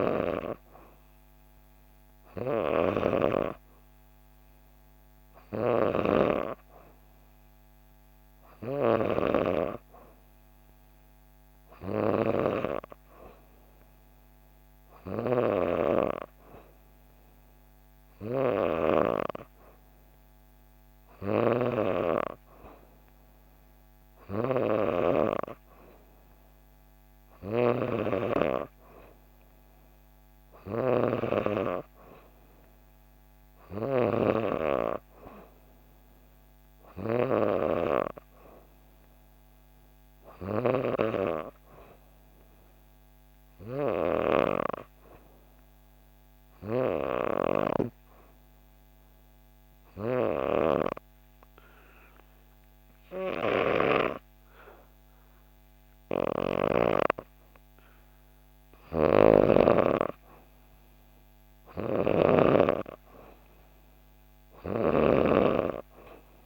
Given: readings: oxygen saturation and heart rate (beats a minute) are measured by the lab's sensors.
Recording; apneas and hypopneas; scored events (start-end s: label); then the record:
breathing in sleep by a microphone on the trachea; 1
0.00-1.00 s: arousal
0.00-5.50 s: snoring (device-marked)
27.00-30.50 s: snoring (device-marked)
48.00-60.00 s: obstructive apnea (oxygen 94% before, 90% lowest, heart rate 66 before, 65 extreme, up 1 after)
50.00-56.50 s: snoring (device-marked)
58.50-65.00 s: snoring (device-marked)
62.00-66.00 s: arousal
62.50-66.46 s: oxygen desaturation (device-marked, oxygen 93% before, 90% lowest, heart rate 66 before, 65 extreme)
From the record:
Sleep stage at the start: N3 (deep sleep); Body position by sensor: on the back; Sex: female